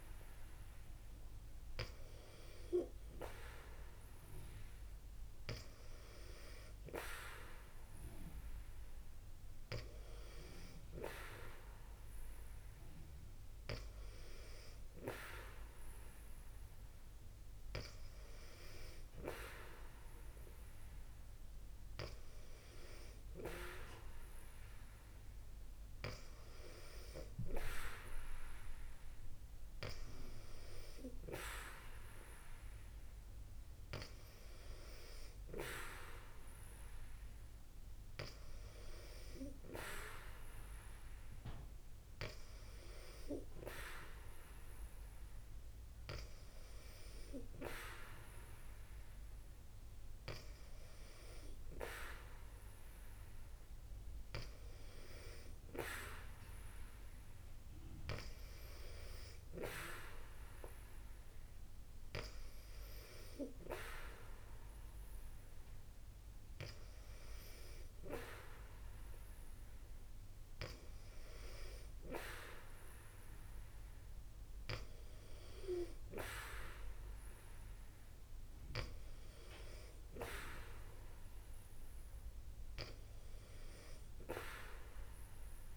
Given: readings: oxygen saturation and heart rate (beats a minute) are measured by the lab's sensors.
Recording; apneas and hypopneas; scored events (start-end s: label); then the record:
breathing in sleep by a room microphone; none
none scored
From the record:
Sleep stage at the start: N2 (light sleep); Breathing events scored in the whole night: 25 in 6.3 hours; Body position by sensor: on the back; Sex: female